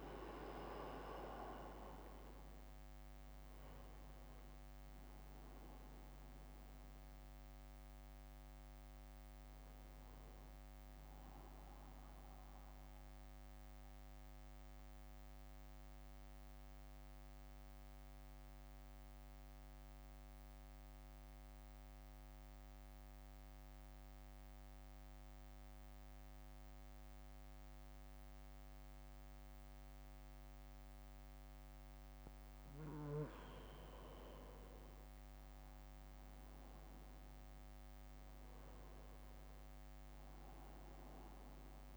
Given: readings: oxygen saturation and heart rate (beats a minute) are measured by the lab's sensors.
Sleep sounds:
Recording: breathing in sleep by a microphone on the trachea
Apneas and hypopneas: 1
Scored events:
0.00-2.00 s: arousal
0.00-17.00 s: oxygen desaturation (device-marked, oxygen 96% before, 91% lowest, heart rate 62 before, 56 extreme)
2.00-20.00 s: drop in pulse transit time (device-marked, heart rate 62 before, 56 extreme)
14.50-33.50 s: central apnea (oxygen 96% before, 91% lowest, heart rate 61 before, 55 extreme, up 2 after)
36.00-40.00 s: arousal
39.00-41.97 s: drop in pulse transit time (device-marked, heart rate 64 before, 55 extreme)
From the record:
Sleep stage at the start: N2 (light sleep)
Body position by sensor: on the back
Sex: male

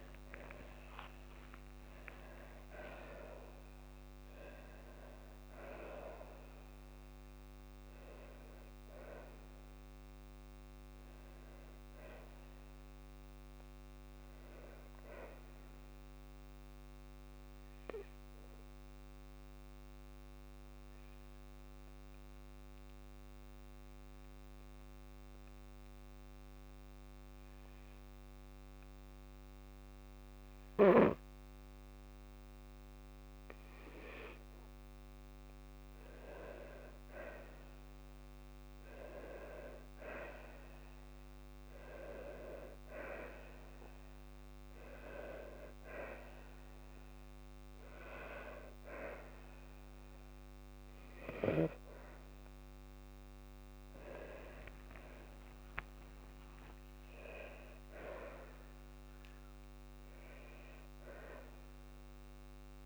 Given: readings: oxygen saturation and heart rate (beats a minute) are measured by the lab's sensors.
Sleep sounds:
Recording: breathing in sleep by a microphone on the trachea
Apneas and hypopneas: 1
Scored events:
0.00-1.00 s: arousal
0.00-3.50 s: tachycardia (device-marked, heart rate 114 extreme)
1.00-3.00 s: long interval between heartbeats (device-marked, heart rate 57 before, 96 extreme)
13.00-15.00 s: long interval between heartbeats (device-marked, heart rate 81 before, 88 extreme)
14.50-34.00 s: obstructive apnea (oxygen 97% before, 94% lowest, heart rate 84 before, 54 extreme, up 4 after)
15.00-17.00 s: long interval between heartbeats (device-marked, heart rate 84 before, 100 extreme)
28.50-30.50 s: long interval between heartbeats (device-marked, heart rate 74 before, 63 extreme)
36.00-38.50 s: arousal
53.00-55.00 s: long interval between heartbeats (device-marked, heart rate 58 before, 64 extreme)
54.00-58.00 s: arousal
55.50-57.50 s: long interval between heartbeats (device-marked, heart rate 59 before, 89 extreme)
From the record:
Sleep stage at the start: N2 (light sleep)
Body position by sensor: on the left side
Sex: female

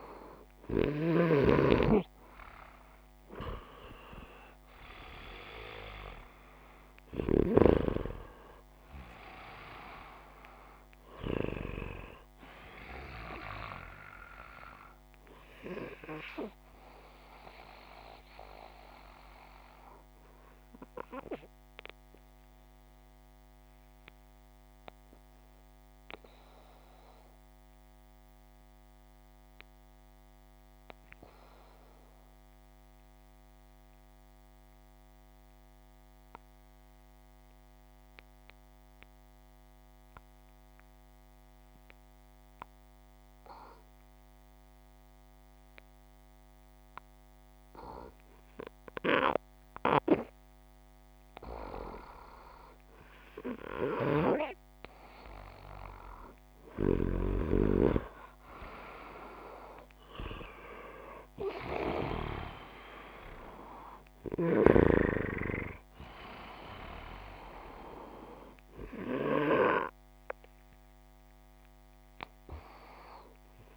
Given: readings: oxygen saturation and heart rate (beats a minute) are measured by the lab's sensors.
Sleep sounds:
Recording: breathing in sleep by a microphone on the trachea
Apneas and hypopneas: 1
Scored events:
0.00-3.00 s: arousal
21.00-50.50 s: obstructive apnea (oxygen 98% before, 93% lowest)
53.00-58.00 s: arousal
53.50-69.50 s: oxygen desaturation (device-marked, oxygen 97% before, 94% lowest)
From the record:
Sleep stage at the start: N2 (light sleep)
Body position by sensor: upright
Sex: male

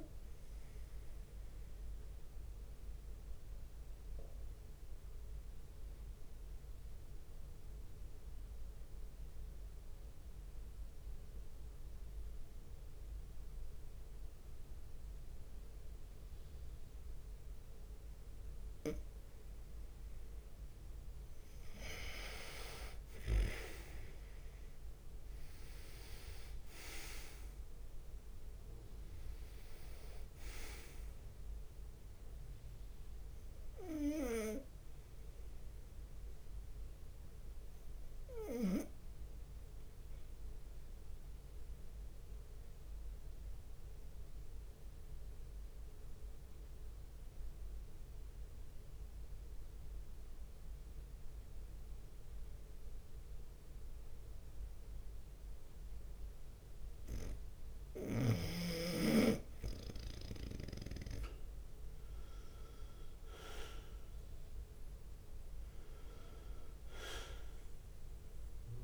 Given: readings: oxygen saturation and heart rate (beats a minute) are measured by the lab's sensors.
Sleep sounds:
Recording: breathing in sleep by a room microphone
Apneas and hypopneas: 2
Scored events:
0.00-11.00 s: oxygen desaturation (device-marked, oxygen 93% lowest)
0.00-68.84 s: bradycardia (device-marked)
0.50-20.00 s: obstructive apnea (oxygen 98% before, 92% lowest)
4.00-6.00 s: long interval between heartbeats (device-marked)
22.50-25.50 s: leg movement (device-marked)
23.50-25.50 s: long interval between heartbeats (device-marked)
23.50-28.00 s: arousal
26.00-47.00 s: oxygen desaturation (device-marked, oxygen 97% before, 92% lowest)
33.50-57.00 s: obstructive apnea (oxygen 98% before, 92% lowest)
42.00-44.00 s: long interval between heartbeats (device-marked)
57.00-64.00 s: drop in pulse transit time (device-marked)
59.00-60.00 s: leg movement (device-marked)
59.50-61.50 s: long interval between heartbeats (device-marked)
60.00-65.50 s: arousal
62.00-64.00 s: leg movement (device-marked)
62.00-68.84 s: oxygen desaturation (device-marked, oxygen 98% before, 94% lowest)
From the record:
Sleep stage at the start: N2 (light sleep)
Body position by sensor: on the right side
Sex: male

